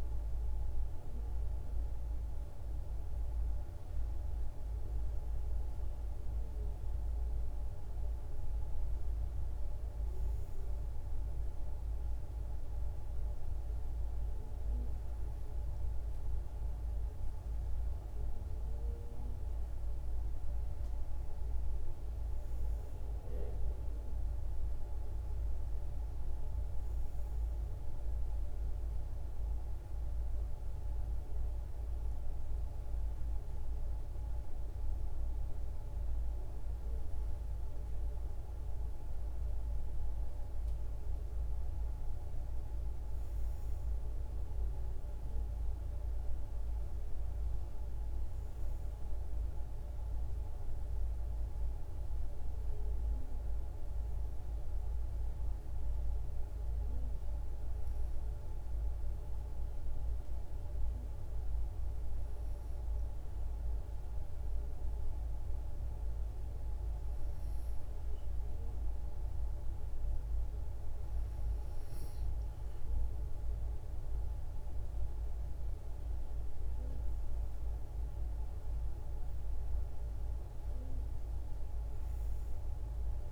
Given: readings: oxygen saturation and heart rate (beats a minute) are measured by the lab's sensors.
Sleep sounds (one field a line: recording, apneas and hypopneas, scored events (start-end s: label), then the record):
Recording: breathing in sleep, hard to hear, by a room microphone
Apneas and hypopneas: none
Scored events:
none scored
From the record:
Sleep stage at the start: N2 (light sleep)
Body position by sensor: on the back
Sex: female